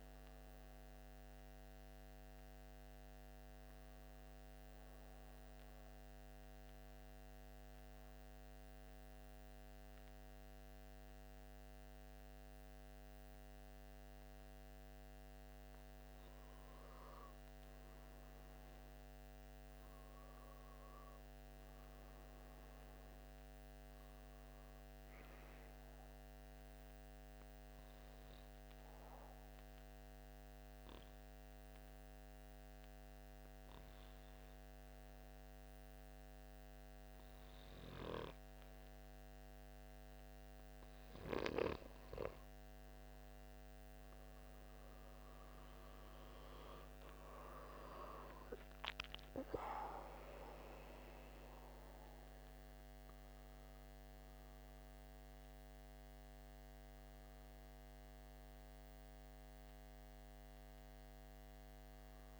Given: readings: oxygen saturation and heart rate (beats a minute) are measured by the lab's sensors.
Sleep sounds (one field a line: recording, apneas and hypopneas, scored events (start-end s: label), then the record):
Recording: breathing in sleep by a microphone on the trachea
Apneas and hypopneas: 2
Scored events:
0.00-4.00 s: oxygen desaturation (device-marked, oxygen 92% lowest, heart rate 54 extreme)
5.00-15.00 s: central apnea (oxygen 96% before, 91% lowest, heart rate 66 before, 54 extreme, up 4 after)
18.50-21.50 s: arousal
25.00-40.00 s: oxygen desaturation (device-marked, oxygen 97% before, 92% lowest, heart rate 56 before, 54 extreme)
30.50-41.50 s: obstructive apnea (oxygen 97% before, 91% lowest, heart rate 57 before, 53 extreme, up 19 after)
45.50-49.00 s: arousal
48.00-62.40 s: oxygen desaturation (device-marked, oxygen 96% before, 91% lowest, heart rate 60 before, 52 extreme)
From the record:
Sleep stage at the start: N2 (light sleep)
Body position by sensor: on the back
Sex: male